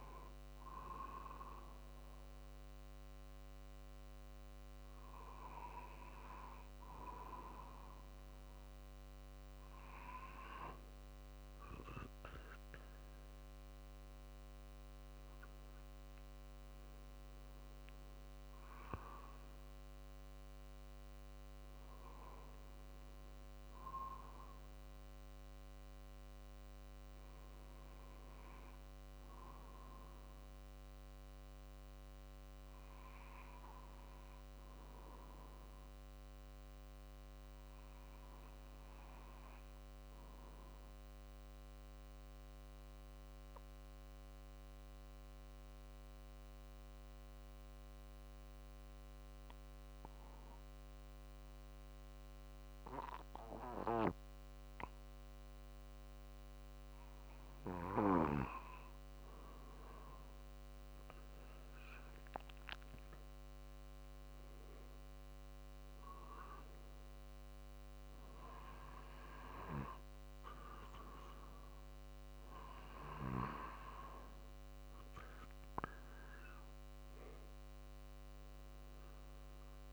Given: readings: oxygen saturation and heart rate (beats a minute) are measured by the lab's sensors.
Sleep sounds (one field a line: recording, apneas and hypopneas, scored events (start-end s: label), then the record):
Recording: breathing in sleep by a microphone on the trachea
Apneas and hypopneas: 1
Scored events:
27.50-31.00 s: arousal
39.00-58.50 s: obstructive apnea (oxygen 96% before, 94% lowest, heart rate 49 before, 49 extreme, up 3 after)
52.50-68.50 s: drop in pulse transit time (device-marked, heart rate 48 before, 49 extreme)
From the record:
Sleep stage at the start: N2 (light sleep)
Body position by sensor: on the right side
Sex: male